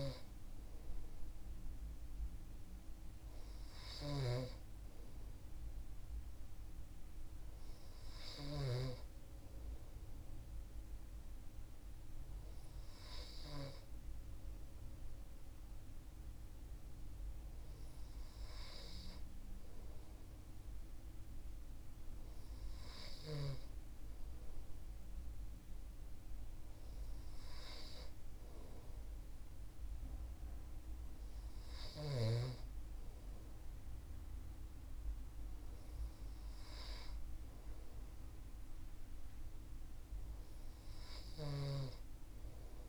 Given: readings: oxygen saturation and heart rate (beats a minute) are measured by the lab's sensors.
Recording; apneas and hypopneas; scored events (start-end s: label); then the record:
breathing in sleep by a room microphone; none
0.00-8.50 s: snoring (device-marked)
41.00-42.89 s: snoring (device-marked)
From the record:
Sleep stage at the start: N2 (light sleep); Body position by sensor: on the right side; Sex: male